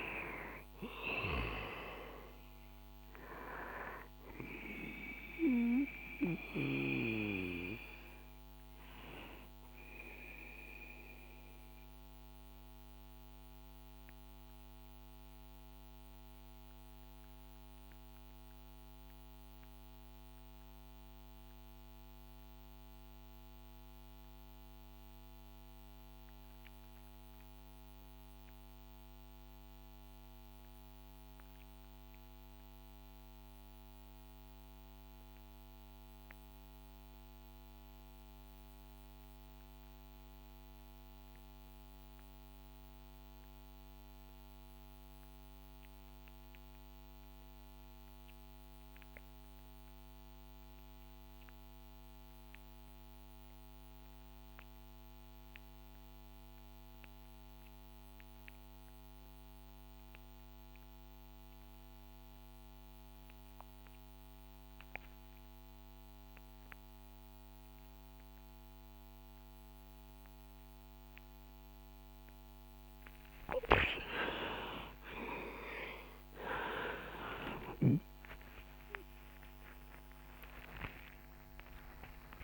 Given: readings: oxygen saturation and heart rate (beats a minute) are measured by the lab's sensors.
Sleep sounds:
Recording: breathing in sleep by a microphone on the trachea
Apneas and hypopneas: 1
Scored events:
0.00-27.50 s: oxygen desaturation (device-marked, oxygen 88% lowest, heart rate 57 extreme)
10.00-72.50 s: mixed apnea (oxygen 96% before, 82% lowest, heart rate 69 before, 57 extreme)
61.50-82.44 s: oxygen desaturation (device-marked, oxygen 98% before, 88% lowest, heart rate 58 before, 59 extreme)
76.00-81.50 s: arousal
From the record:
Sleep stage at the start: REM sleep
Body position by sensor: on the back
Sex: male

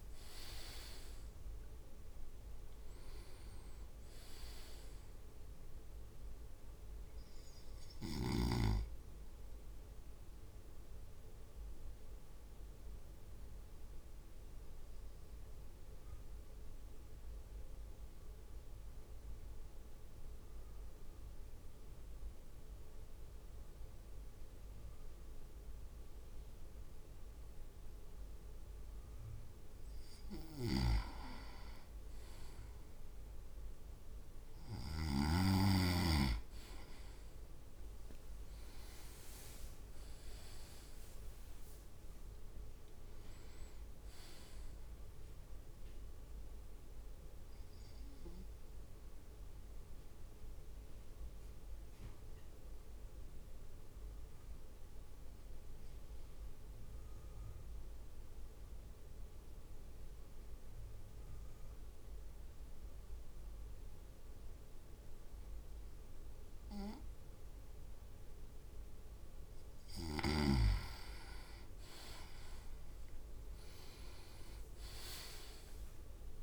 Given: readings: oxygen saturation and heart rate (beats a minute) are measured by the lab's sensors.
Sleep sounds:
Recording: breathing in sleep by a room microphone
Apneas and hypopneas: 2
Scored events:
0.00-1.00 s: leg movement (device-marked)
9.00-30.00 s: obstructive apnea (oxygen 98% before, 96% lowest)
32.50-36.00 s: arousal
36.50-42.00 s: leg movement (device-marked)
46.50-69.50 s: mixed apnea (oxygen 99% before, 96% lowest)
72.50-76.42 s: arousal
From the record:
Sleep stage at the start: N2 (light sleep)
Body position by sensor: on the right side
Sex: male

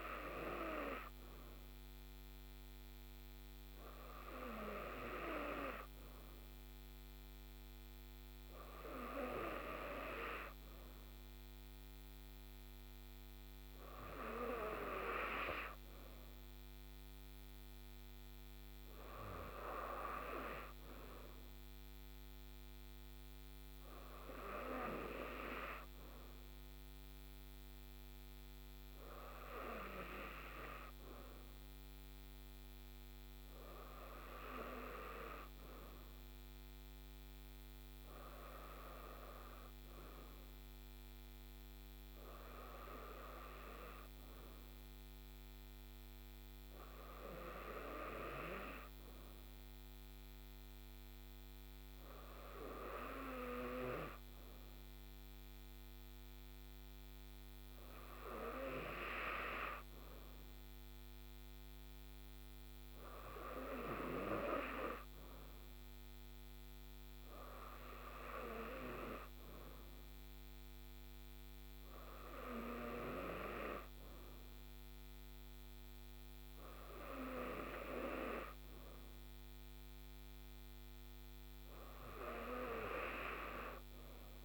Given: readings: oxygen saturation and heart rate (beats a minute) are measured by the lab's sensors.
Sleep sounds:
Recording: breathing in sleep by a microphone on the trachea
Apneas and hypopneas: none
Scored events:
none scored
From the record:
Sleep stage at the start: N2 (light sleep)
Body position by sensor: on the right side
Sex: female

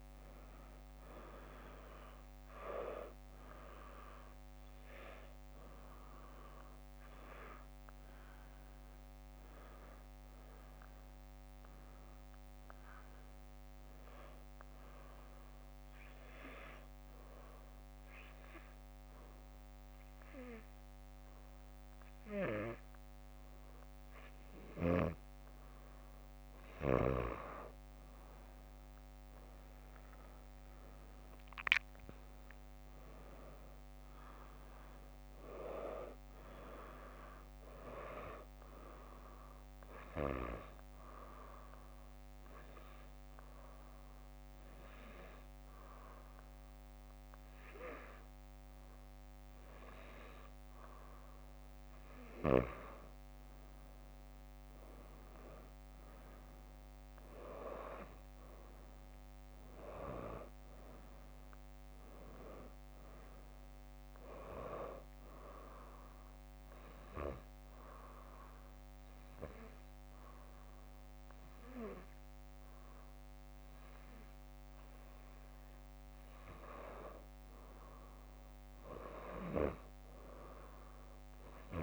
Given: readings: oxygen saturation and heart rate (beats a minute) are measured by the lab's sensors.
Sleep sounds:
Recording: breathing in sleep by a microphone on the trachea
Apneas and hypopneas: 3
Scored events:
0.00-6.00 s: drop in pulse transit time (device-marked, heart rate 67 extreme)
0.00-21.00 s: oxygen desaturation (device-marked, oxygen 91% lowest, heart rate 63 extreme)
15.50-26.50 s: obstructive apnea (oxygen 96% before, 91% lowest, heart rate 75 before, 63 extreme, up 8 after)
28.50-33.00 s: arousal
31.00-32.50 s: leg movement (device-marked)
35.00-56.00 s: oxygen desaturation (device-marked, oxygen 95% before, 91% lowest, heart rate 69 before, 64 extreme)
41.50-51.50 s: hypopnea (oxygen 95% before, 90% lowest, heart rate 70 before, 64 extreme, up 4 after)
53.50-57.50 s: arousal
67.00-77.50 s: hypopnea (oxygen 94% before, 90% lowest, heart rate 67 before, 65 extreme, up 3 after)
80.00-81.83 s: arousal
From the record:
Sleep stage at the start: N2 (light sleep)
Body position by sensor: on the back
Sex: female

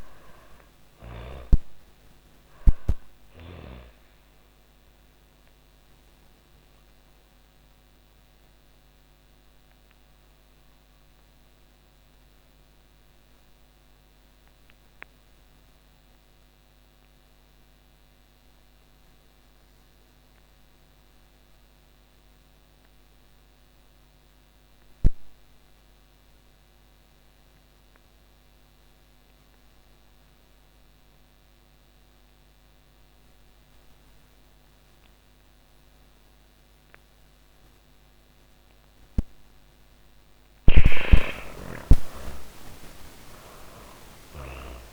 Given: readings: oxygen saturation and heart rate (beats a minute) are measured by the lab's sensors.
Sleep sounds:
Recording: breathing in sleep by a microphone on the trachea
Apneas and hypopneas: 1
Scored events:
0.00-2.50 s: snoring (device-marked)
0.00-20.00 s: oxygen desaturation (device-marked, oxygen 76% lowest, heart rate 69 extreme)
4.00-39.00 s: obstructive apnea (oxygen 99% before, 75% lowest, heart rate 86 before, 88 extreme, up 23 after)
34.00-44.93 s: oxygen desaturation (device-marked, oxygen 99% before, 75% lowest, heart rate 136 before, 92 extreme)
39.50-43.50 s: snoring (device-marked)
40.00-44.50 s: arousal
From the record:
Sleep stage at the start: N2 (light sleep)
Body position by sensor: on the back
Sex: female

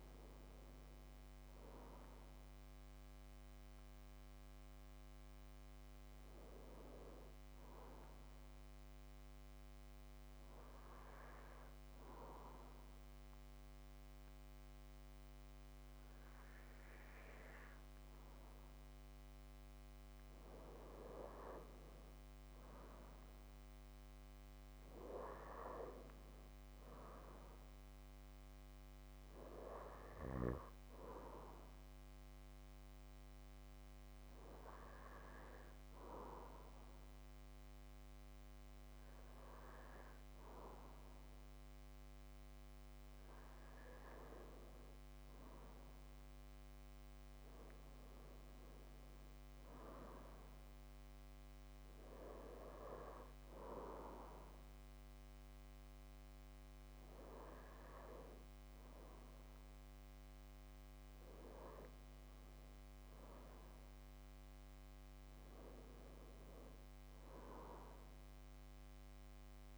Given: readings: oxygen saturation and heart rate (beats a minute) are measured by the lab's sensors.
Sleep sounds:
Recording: breathing in sleep by a microphone on the trachea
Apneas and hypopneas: 2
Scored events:
0.00-5.00 s: oxygen desaturation (device-marked, oxygen 90% lowest, heart rate 57 extreme)
6.00-9.00 s: arousal
11.50-21.50 s: obstructive apnea (oxygen 97% before, 93% lowest, heart rate 61 before, 55 extreme, up 3 after)
23.50-27.50 s: arousal
26.00-41.00 s: oxygen desaturation (device-marked, oxygen 96% before, 93% lowest, heart rate 60 before, 55 extreme)
34.00-45.00 s: hypopnea (oxygen 97% before, 92% lowest, heart rate 60 before, 55 extreme, up 6 after)
47.00-50.00 s: arousal
From the record:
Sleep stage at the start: N2 (light sleep)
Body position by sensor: on the back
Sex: male

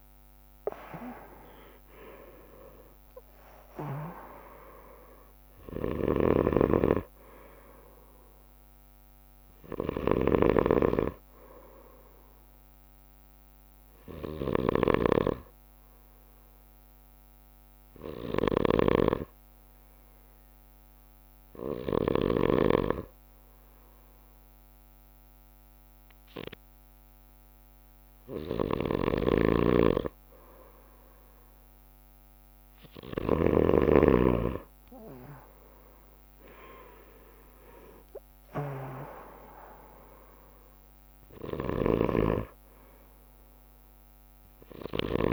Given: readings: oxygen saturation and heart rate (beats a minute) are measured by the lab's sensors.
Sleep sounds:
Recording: breathing in sleep by a microphone on the trachea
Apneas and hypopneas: 1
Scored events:
0.00-3.50 s: arousal
0.00-10.00 s: drop in pulse transit time (device-marked, heart rate 57 extreme)
3.00-25.00 s: oxygen desaturation (device-marked, oxygen 98% before, 94% lowest, heart rate 58 before, 51 extreme)
5.00-35.00 s: bradycardia (device-marked, heart rate 57 before, 51 extreme)
6.00-22.50 s: snoring (device-marked)
15.50-28.50 s: hypopnea (oxygen 98% before, 94% lowest, heart rate 60 before, 51 extreme, up 2 after)
28.50-45.33 s: snoring (device-marked)
34.50-38.50 s: arousal
37.00-45.33 s: drop in pulse transit time (device-marked, heart rate 56 before, 51 extreme)
37.00-45.33 s: oxygen desaturation (device-marked, oxygen 98% before, 94% lowest, heart rate 56 before, 51 extreme)
41.00-45.33 s: bradycardia (device-marked, heart rate 57 before, 51 extreme)
From the record:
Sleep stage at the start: N2 (light sleep)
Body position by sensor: on the right side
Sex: male

